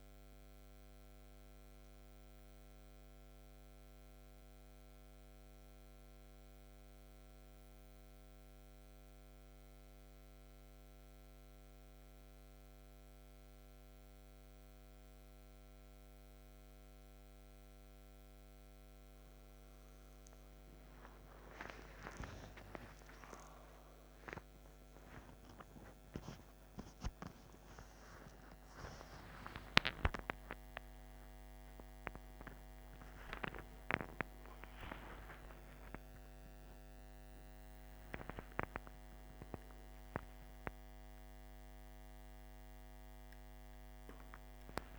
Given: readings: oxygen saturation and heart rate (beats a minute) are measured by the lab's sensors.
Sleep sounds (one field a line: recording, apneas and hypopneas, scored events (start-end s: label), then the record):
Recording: a person awake in a sleep study, by a microphone on the trachea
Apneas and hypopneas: none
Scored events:
20.00-44.99 s: new sleep stage, awake
From the record:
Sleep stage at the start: N1 (lightest sleep)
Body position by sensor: on the back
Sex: male